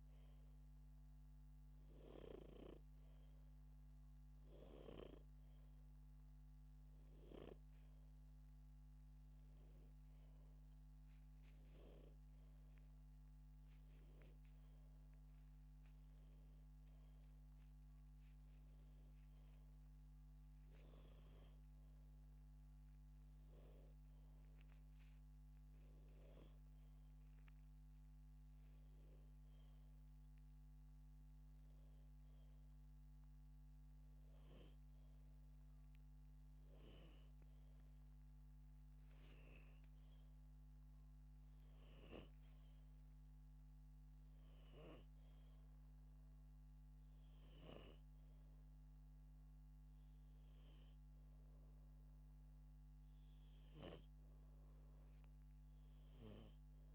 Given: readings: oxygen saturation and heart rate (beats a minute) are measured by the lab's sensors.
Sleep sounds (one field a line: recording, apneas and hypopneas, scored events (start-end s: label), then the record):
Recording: breathing in sleep by a microphone on the trachea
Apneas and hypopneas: none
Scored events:
none scored
From the record:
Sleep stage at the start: N2 (light sleep)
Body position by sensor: upright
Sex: male